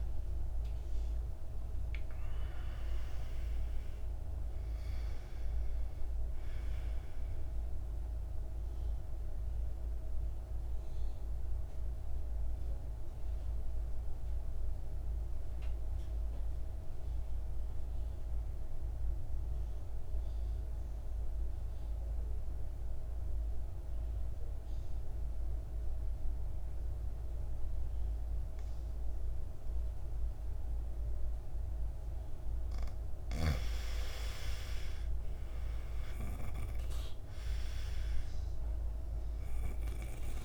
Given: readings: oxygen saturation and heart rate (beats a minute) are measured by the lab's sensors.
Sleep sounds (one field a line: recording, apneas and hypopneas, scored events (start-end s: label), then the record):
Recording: breathing in sleep, hard to hear, by a room microphone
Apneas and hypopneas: 1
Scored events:
0.00-27.00 s: oxygen desaturation (device-marked, oxygen 87% lowest, heart rate 50 extreme)
7.00-32.00 s: mixed apnea (oxygen 99% before, 82% lowest, heart rate 62 before, 50 extreme, up 10 after)
33.50-36.00 s: arousal
34.00-40.45 s: oxygen desaturation (device-marked, oxygen 99% before, 85% lowest, heart rate 54 before, 54 extreme)
From the record:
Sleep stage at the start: N2 (light sleep)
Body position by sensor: on the back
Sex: male